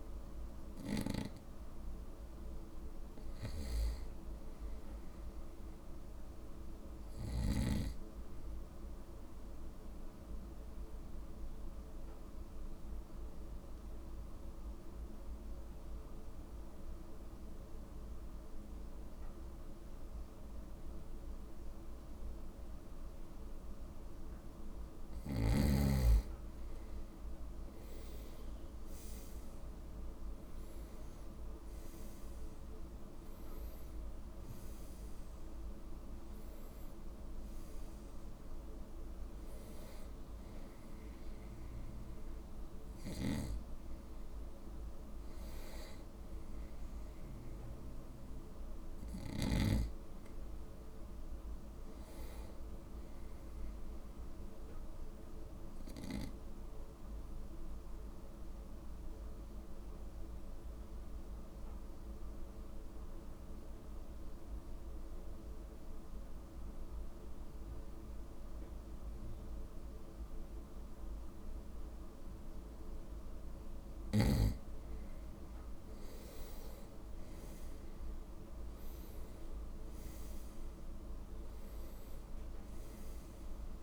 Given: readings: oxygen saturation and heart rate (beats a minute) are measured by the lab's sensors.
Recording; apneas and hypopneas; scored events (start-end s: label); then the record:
breathing in sleep, hard to hear, by a room microphone; 2
9.00-24.00 s: obstructive apnea (oxygen 96% before, 91% lowest, heart rate 59 before, 56 extreme, up 5 after)
26.00-30.00 s: arousal
29.50-54.50 s: oxygen desaturation (device-marked, oxygen 95% before, 91% lowest, heart rate 59 before, 54 extreme)
51.00-53.50 s: arousal
55.50-72.50 s: obstructive apnea (oxygen 95% before, 92% lowest, heart rate 58 before, 54 extreme, up 8 after)
76.00-80.50 s: arousal
From the record:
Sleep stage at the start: N2 (light sleep); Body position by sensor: on the right side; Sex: male